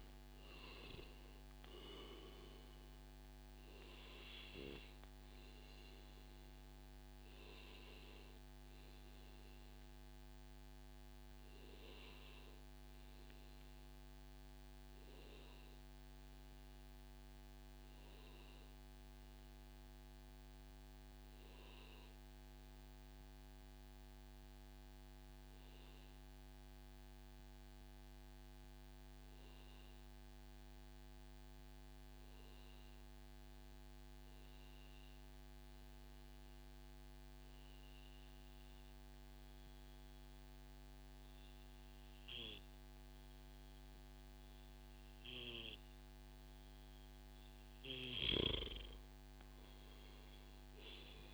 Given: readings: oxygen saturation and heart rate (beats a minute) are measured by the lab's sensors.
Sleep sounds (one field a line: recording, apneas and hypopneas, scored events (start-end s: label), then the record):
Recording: breathing in sleep by a microphone on the trachea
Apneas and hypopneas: 1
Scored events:
4.50-6.50 s: long interval between heartbeats (device-marked, heart rate 141 before, 133 extreme)
5.00-46.00 s: obstructive apnea (oxygen 97% before, 94% lowest, heart rate 141 before, 96 extreme, up 0 after)
7.00-9.00 s: long interval between heartbeats (device-marked, heart rate 139 before, 106 extreme)
48.00-51.34 s: arousal
50.00-51.34 s: oxygen desaturation (device-marked, oxygen 98% before, 94% lowest, heart rate 142 before, 113 extreme)
From the record:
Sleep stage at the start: N2 (light sleep)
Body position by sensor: on the back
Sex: male